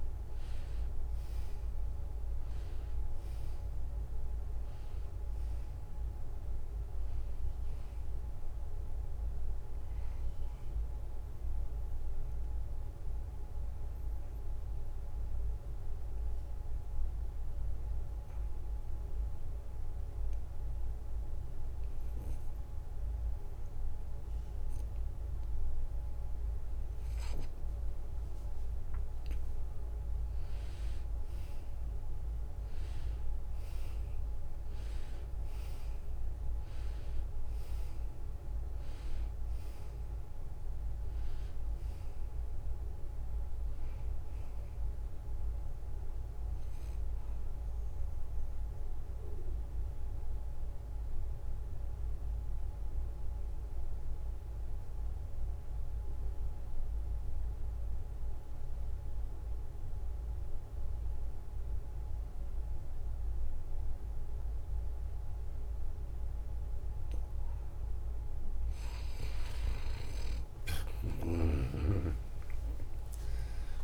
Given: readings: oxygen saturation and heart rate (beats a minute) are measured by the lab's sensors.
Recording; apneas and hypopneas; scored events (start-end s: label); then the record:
breathing in sleep, hard to hear, by a room microphone; 2
0.00-18.00 s: oxygen desaturation (device-marked, oxygen 88% lowest, heart rate 69 extreme)
12.00-28.00 s: mixed apnea (oxygen 94% before, 88% lowest, heart rate 72 before, 69 extreme, up 5 after)
30.50-34.50 s: arousal
31.00-53.00 s: oxygen desaturation (device-marked, oxygen 95% before, 88% lowest, heart rate 70 before, 68 extreme)
33.00-53.00 s: drop in pulse transit time (device-marked, heart rate 70 before, 71 extreme)
47.50-68.50 s: obstructive apnea (oxygen 95% before, 88% lowest, heart rate 73 before, 68 extreme, up 4 after)
70.00-73.84 s: new sleep stage, awake
70.00-73.84 s: oxygen desaturation (device-marked, oxygen 96% before, 88% lowest, heart rate 70 before, 70 extreme)
From the record:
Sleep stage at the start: N2 (light sleep); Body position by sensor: on the back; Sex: male